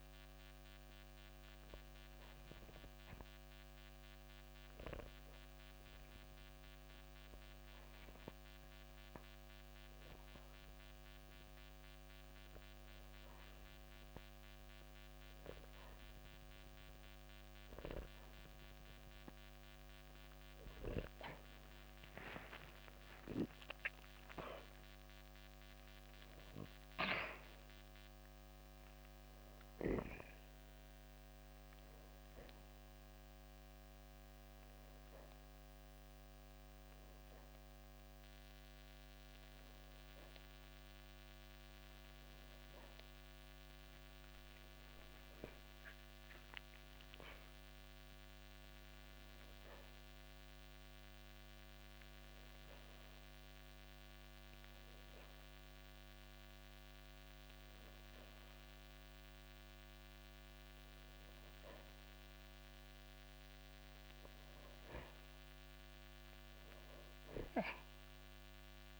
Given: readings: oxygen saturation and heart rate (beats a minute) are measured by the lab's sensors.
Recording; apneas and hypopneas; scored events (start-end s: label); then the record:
breathing in sleep by a microphone on the trachea; 3
0.00-13.00 s: oxygen desaturation (device-marked, oxygen 91% lowest, heart rate 55 extreme)
0.50-18.00 s: hypopnea (oxygen 94% before, 90% lowest, heart rate 69 before, 55 extreme, up 55 after)
22.00-25.50 s: arousal
24.00-49.00 s: oxygen desaturation (device-marked, oxygen 94% before, 90% lowest, heart rate 59 before, 64 extreme)
33.00-43.00 s: obstructive apnea (oxygen 94% before, 90% lowest, heart rate 81 before, 64 extreme, up 25 after)
45.50-49.50 s: arousal
52.00-63.50 s: obstructive apnea (oxygen 94% before, 90% lowest, heart rate 81 before, 68 extreme, up 19 after)
66.00-68.99 s: arousal
From the record:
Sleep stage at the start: N2 (light sleep); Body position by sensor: on the back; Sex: male